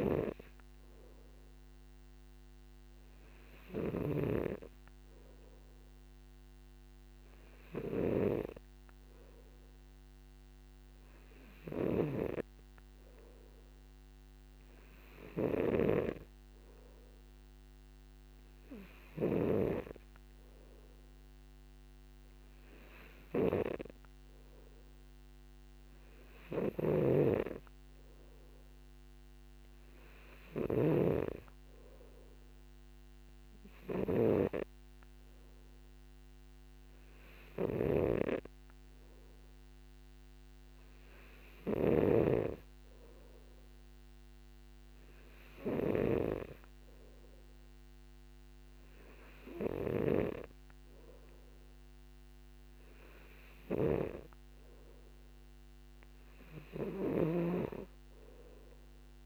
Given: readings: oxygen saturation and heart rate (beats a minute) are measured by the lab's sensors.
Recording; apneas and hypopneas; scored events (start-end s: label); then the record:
breathing in sleep by a microphone on the trachea; none
0.00-20.00 s: snoring (device-marked)
27.00-42.50 s: snoring (device-marked)
54.00-58.00 s: snoring (device-marked)
From the record:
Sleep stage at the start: N2 (light sleep); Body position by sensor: on the back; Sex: male